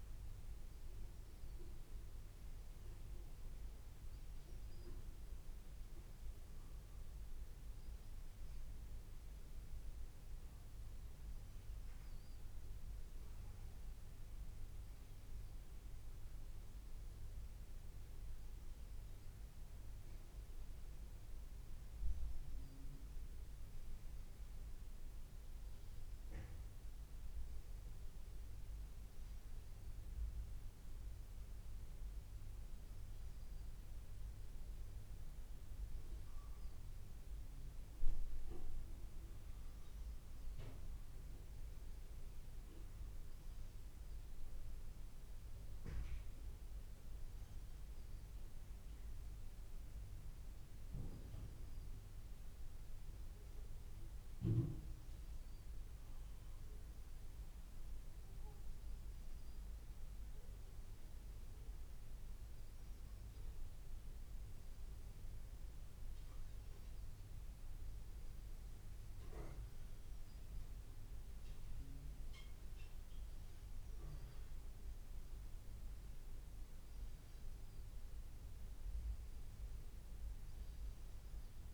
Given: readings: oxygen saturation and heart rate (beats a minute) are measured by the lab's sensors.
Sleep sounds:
breathing in sleep, hard to hear, by a room microphone; none
none scored
From the record:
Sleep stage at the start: N1 (lightest sleep); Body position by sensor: on the back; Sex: male

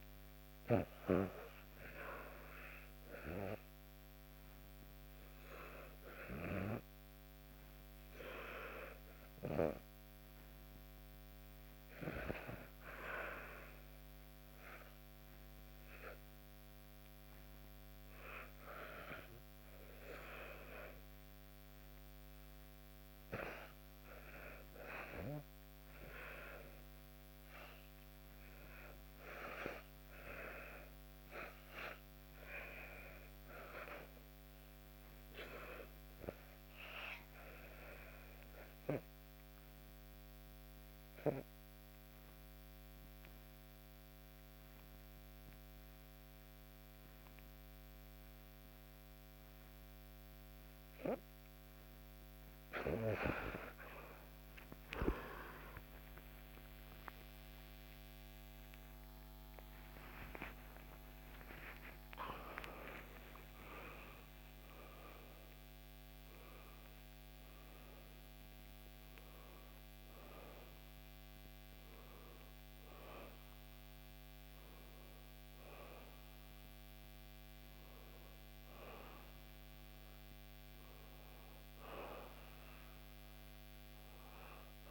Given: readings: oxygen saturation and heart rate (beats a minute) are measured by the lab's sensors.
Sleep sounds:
breathing in sleep by a microphone on the trachea; none
53.00-58.00 s: oxygen desaturation (device-marked, oxygen 92% before, 90% lowest, heart rate 71 before, 67 extreme)
53.50-60.00 s: arousal
56.00-62.00 s: tachycardia (device-marked, heart rate 73 before, 119 extreme)
58.50-60.50 s: long interval between heartbeats (device-marked, heart rate 72 before, 89 extreme)
70.00-72.00 s: oxygen desaturation (device-marked, oxygen 90% before, 86% lowest, heart rate 90 before, 66 extreme)
From the record:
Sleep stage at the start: REM sleep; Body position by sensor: on the back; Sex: female

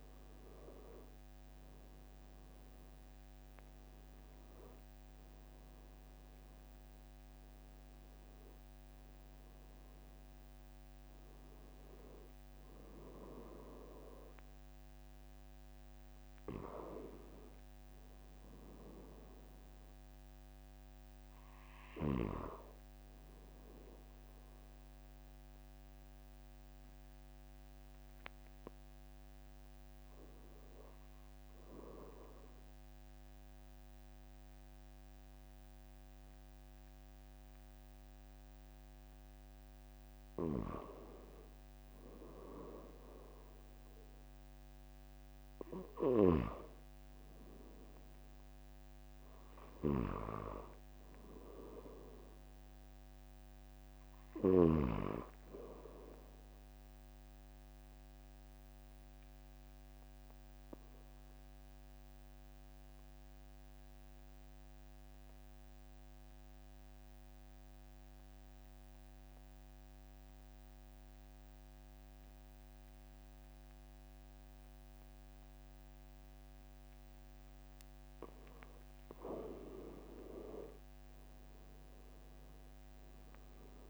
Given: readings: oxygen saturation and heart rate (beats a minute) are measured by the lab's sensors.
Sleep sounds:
breathing in sleep by a microphone on the trachea; 2
0.00-2.50 s: arousal
23.00-40.00 s: hypopnea (oxygen 96% before, 93% lowest, heart rate 46 before, 44 extreme, up 1 after)
43.50-48.50 s: arousal
57.00-78.50 s: obstructive apnea (oxygen 97% before, 92% lowest, heart rate 45 before, 44 extreme, up 4 after)
81.00-83.90 s: arousal
From the record:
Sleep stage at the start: N2 (light sleep); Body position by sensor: on the back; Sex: male

